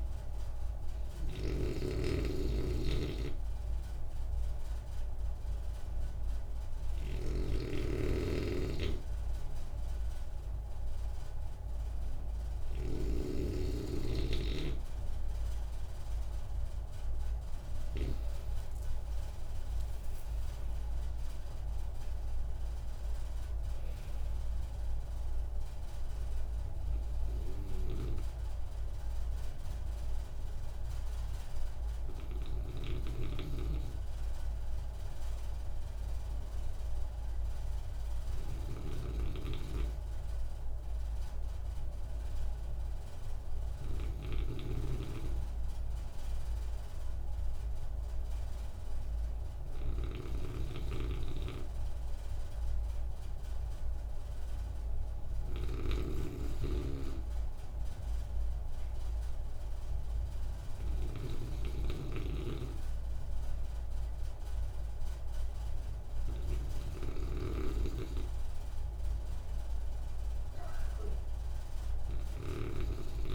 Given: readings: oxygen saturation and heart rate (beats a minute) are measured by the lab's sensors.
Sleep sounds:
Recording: breathing in sleep by a room microphone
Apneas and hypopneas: none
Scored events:
0.00-13.00 s: snoring (device-marked)
32.50-73.35 s: snoring (device-marked)
From the record:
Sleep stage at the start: N2 (light sleep)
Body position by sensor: on the right side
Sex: male

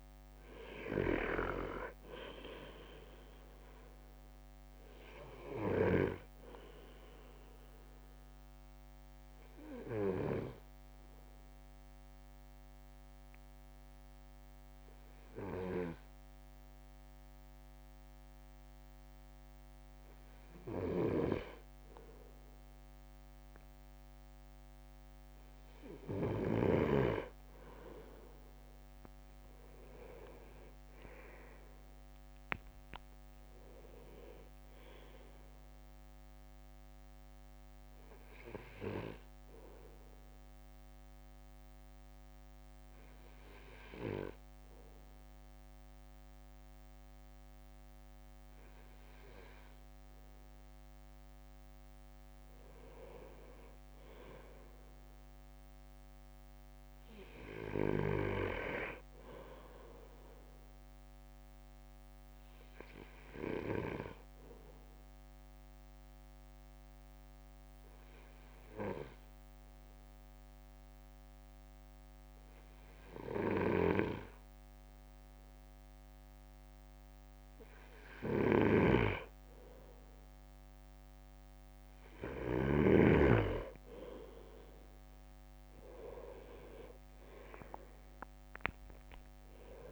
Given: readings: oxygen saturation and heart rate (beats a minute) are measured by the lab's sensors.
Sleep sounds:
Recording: breathing in sleep by a microphone on the trachea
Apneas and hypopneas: 3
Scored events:
1.00-6.00 s: snoring (device-marked)
5.50-22.00 s: obstructive apnea (oxygen 99% before, 96% lowest, heart rate 53 before, 54 extreme, up 2 after)
29.00-33.50 s: arousal
30.00-42.00 s: drop in pulse transit time (device-marked, heart rate 55 before, 56 extreme)
30.50-31.00 s: leg movement (device-marked)
37.00-39.00 s: long interval between heartbeats (device-marked, heart rate 57 before, 56 extreme)
38.00-50.50 s: obstructive apnea (oxygen 98% before, 97% lowest)
52.50-54.00 s: leg movement (device-marked)
53.00-56.50 s: arousal
62.00-77.50 s: obstructive apnea (oxygen 98% before, 97% lowest)
73.50-83.00 s: snoring (device-marked)
85.50-87.00 s: leg movement (device-marked)
86.50-89.92 s: arousal
88.00-89.50 s: leg movement (device-marked)
From the record:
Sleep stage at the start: N2 (light sleep)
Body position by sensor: on the right side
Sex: male

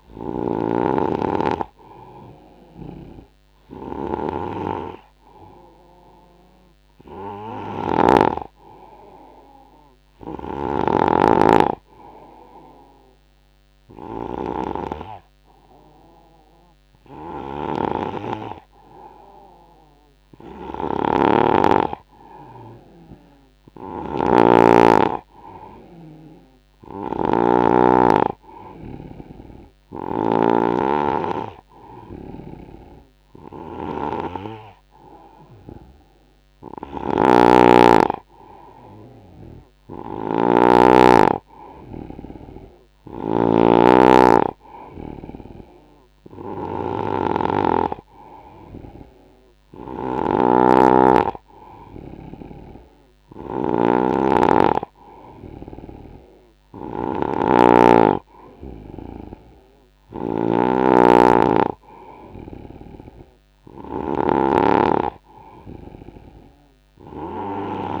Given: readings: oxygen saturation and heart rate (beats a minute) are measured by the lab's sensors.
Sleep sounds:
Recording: breathing in sleep by a microphone on the trachea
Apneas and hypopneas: none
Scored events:
0.00-8.00 s: snoring (device-marked)
10.00-68.00 s: snoring (device-marked)
From the record:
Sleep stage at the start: N2 (light sleep)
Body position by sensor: on the right side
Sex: male

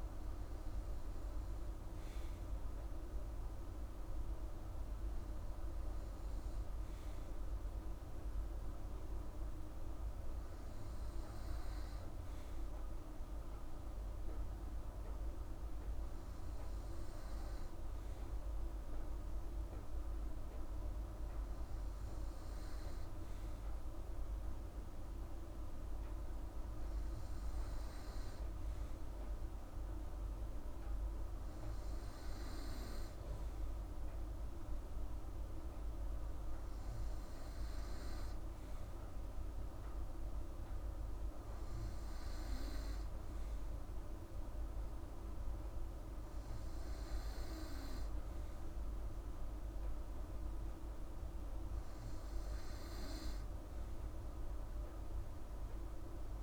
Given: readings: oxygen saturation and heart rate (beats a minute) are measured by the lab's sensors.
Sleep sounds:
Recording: breathing in sleep, hard to hear, by a room microphone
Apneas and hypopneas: none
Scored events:
none scored
From the record:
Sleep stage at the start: N2 (light sleep)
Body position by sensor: on the right side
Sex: female

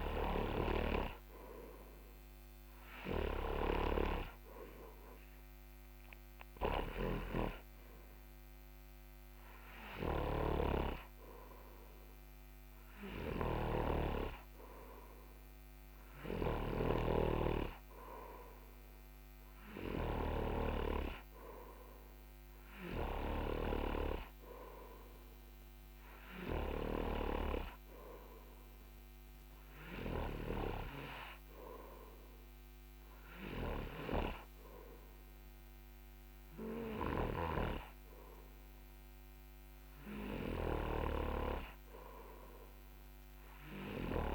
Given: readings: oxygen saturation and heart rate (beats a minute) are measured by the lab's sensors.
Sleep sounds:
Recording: breathing in sleep by a microphone on the trachea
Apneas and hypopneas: none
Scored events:
0.50-31.50 s: snoring (device-marked)
38.00-44.35 s: snoring (device-marked)
From the record:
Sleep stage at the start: N2 (light sleep)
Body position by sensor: on the front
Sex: male

